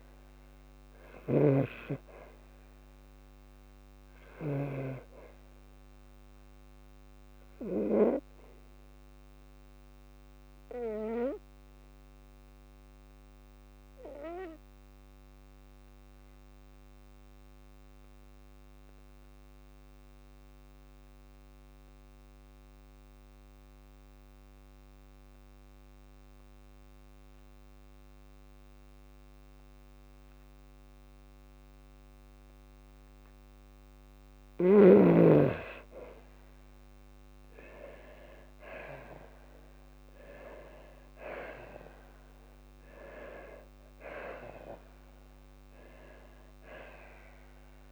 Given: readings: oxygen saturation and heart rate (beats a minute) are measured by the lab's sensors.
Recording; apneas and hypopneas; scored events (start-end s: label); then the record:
breathing in sleep by a microphone on the trachea; 1
10.50-34.00 s: obstructive apnea (oxygen 98% before, 90% lowest, heart rate 60 before, 54 extreme, up 6 after)
19.00-30.00 s: oxygen desaturation (device-marked, oxygen 98% before, 92% lowest, heart rate 58 before, 55 extreme)
37.00-40.50 s: arousal
From the record:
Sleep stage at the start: N2 (light sleep); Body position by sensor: on the back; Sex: female